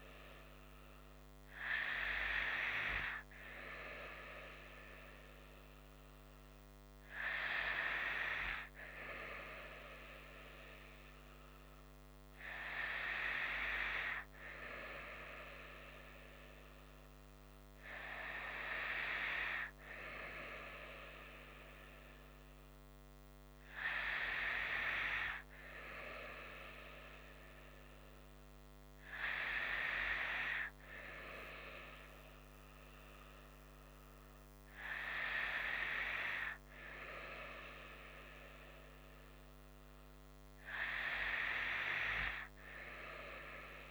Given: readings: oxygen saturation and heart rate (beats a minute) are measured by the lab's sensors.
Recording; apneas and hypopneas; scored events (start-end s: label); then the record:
breathing in sleep by a microphone on the trachea; none
none scored
From the record:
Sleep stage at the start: N2 (light sleep); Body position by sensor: on the right side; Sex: female